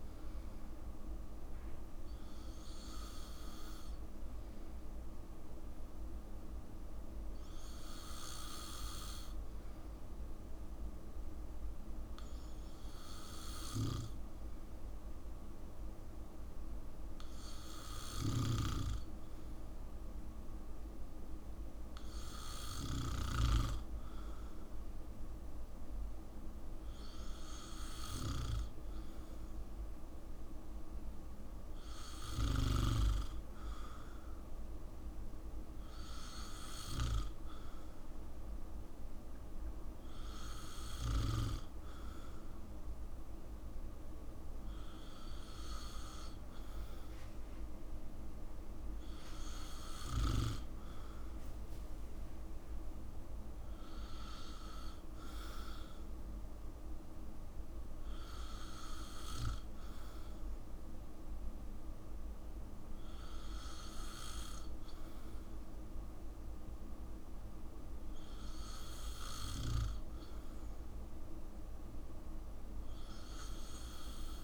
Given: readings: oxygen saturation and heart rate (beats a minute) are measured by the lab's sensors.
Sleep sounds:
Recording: breathing in sleep by a room microphone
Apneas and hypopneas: none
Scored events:
none scored
From the record:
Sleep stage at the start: N2 (light sleep)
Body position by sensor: on the back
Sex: male

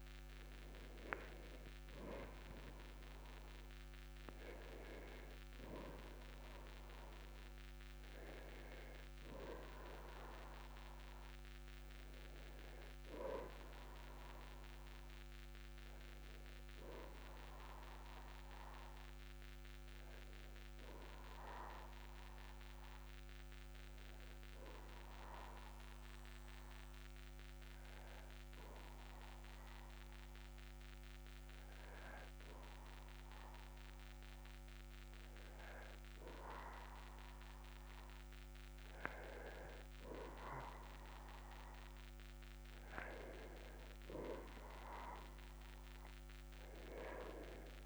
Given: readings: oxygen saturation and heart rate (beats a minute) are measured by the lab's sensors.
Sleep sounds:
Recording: breathing in sleep by a microphone on the trachea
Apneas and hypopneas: 1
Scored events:
23.00-35.50 s: obstructive apnea (oxygen 98% before, 96% lowest, heart rate 43 before, 45 extreme, up 0 after)
25.50-47.86 s: new sleep stage, N2 (light sleep)
38.50-42.00 s: arousal
From the record:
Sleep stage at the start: N1 (lightest sleep)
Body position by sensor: on the back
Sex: male

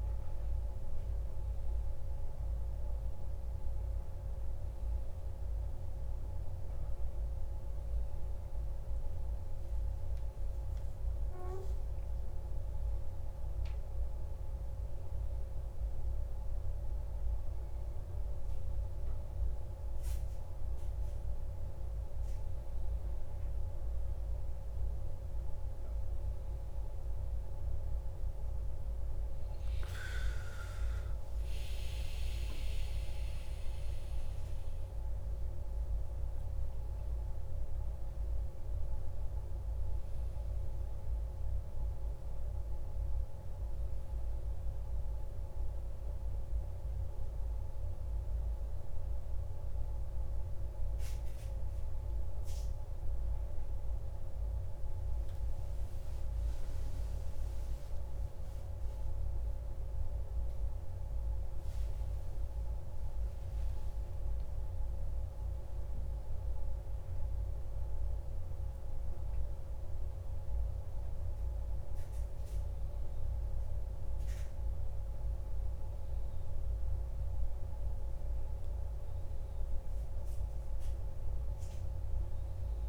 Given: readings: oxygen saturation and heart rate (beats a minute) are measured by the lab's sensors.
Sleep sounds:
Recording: a person awake in a sleep study, hard to hear, by a room microphone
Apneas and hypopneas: none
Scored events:
7.00-82.89 s: new sleep stage, awake
From the record:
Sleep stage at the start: N1 (lightest sleep)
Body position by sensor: on the back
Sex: male

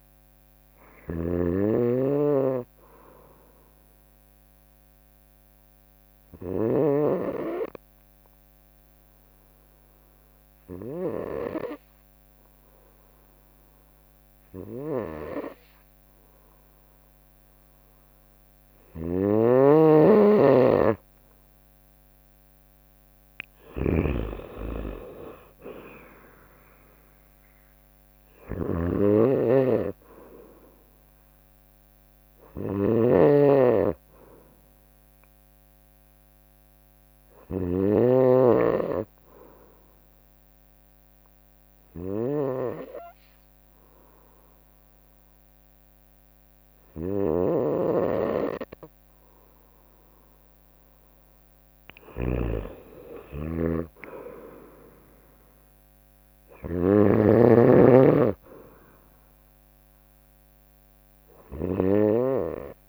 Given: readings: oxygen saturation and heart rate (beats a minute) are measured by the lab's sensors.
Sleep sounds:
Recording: breathing in sleep by a microphone on the trachea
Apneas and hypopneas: 2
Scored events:
0.00-6.50 s: snoring (device-marked)
2.50-19.50 s: obstructive apnea (oxygen 97% before, 93% lowest, heart rate 62 before, 61 extreme, up 2 after)
14.00-62.89 s: snoring (device-marked)
21.00-24.50 s: arousal
25.50-35.50 s: drop in pulse transit time (device-marked, heart rate 62 before, 63 extreme)
37.50-50.50 s: obstructive apnea (oxygen 96% before, 92% lowest, heart rate 64 before, 62 extreme, up 2 after)
52.50-56.00 s: arousal
From the record:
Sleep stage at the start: N2 (light sleep)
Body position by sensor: on the right side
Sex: female

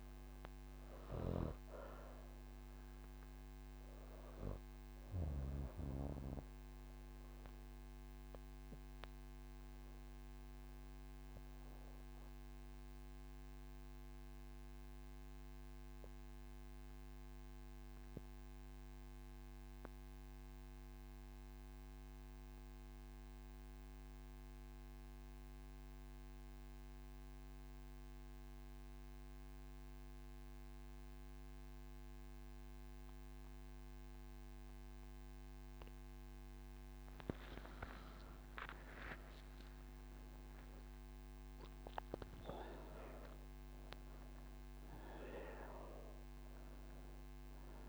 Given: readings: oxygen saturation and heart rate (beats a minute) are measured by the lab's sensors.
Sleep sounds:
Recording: breathing in sleep by a microphone on the trachea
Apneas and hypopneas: none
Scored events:
0.00-18.00 s: oxygen desaturation (device-marked, oxygen 87% lowest)
36.00-47.89 s: oxygen desaturation (device-marked, oxygen 98% before, 85% lowest)
From the record:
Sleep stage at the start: N1 (lightest sleep)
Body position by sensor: on the right side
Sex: female

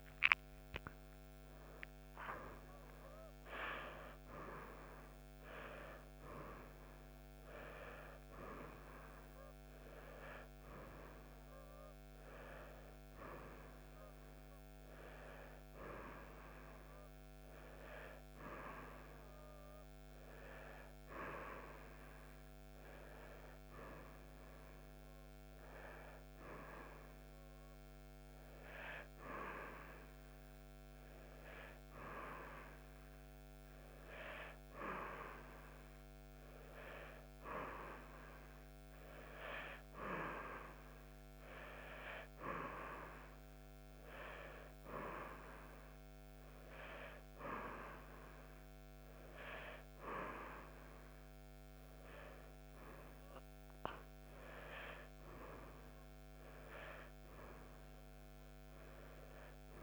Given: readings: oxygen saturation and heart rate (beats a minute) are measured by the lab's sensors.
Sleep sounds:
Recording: breathing in sleep by a microphone on the trachea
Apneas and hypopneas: none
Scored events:
none scored
From the record:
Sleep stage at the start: N1 (lightest sleep)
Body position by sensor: on the back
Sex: female

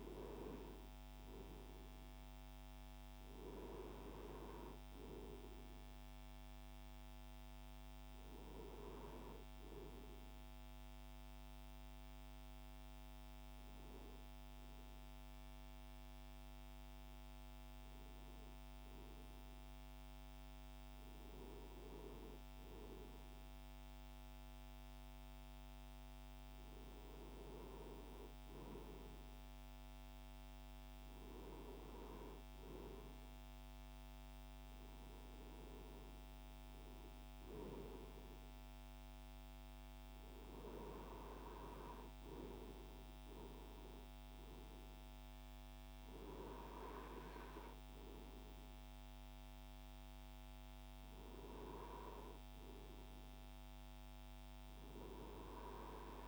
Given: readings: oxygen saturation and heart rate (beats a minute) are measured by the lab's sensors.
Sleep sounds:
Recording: breathing in sleep by a microphone on the trachea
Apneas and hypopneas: none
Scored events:
none scored
From the record:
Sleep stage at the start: N2 (light sleep)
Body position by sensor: on the right side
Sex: male

